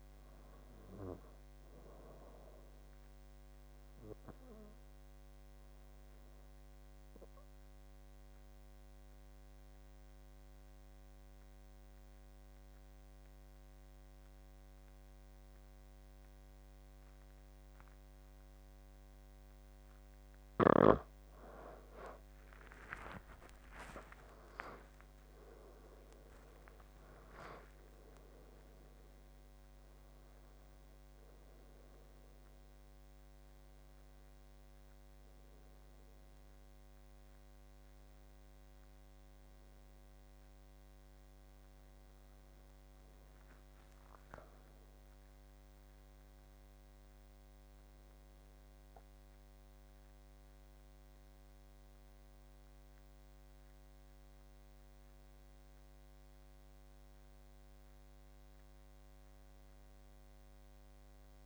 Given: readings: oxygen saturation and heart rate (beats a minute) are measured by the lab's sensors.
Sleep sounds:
a person partly awake in a sleep study, by a microphone on the trachea; 1
0.00-9.00 s: oxygen desaturation (device-marked, oxygen 89% lowest, heart rate 77 extreme)
3.00-18.50 s: obstructive apnea (oxygen 94% before, 82% lowest, heart rate 83 before, 77 extreme, up 12 after)
19.00-48.00 s: oxygen desaturation (device-marked, oxygen 93% before, 82% lowest, heart rate 81 before, 77 extreme)
29.00-59.00 s: new sleep stage, awake
59.00-61.45 s: new sleep stage, N1 (lightest sleep)
From the record:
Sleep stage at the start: N2 (light sleep); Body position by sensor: on the back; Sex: male

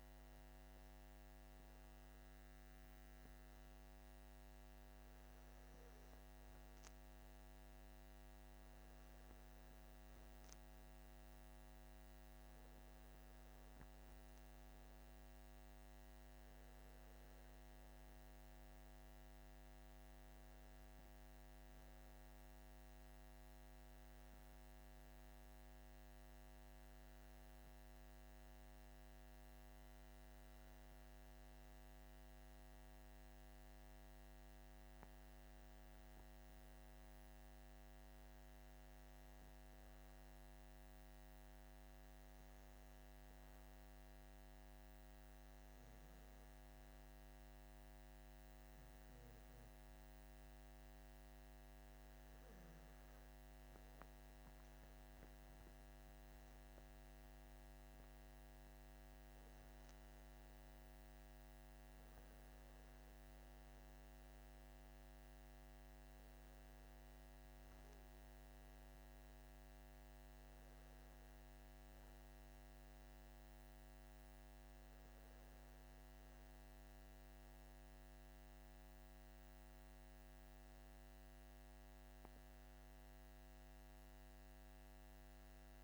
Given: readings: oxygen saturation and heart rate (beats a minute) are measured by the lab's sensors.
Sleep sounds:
breathing in sleep, hard to hear, by a microphone on the trachea; 1
23.50-47.00 s: hypopnea (oxygen 97% before, 95% lowest, heart rate 57 before, 51 extreme, up 9 after)
52.50-55.50 s: arousal
From the record:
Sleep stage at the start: REM sleep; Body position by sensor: on the back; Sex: male

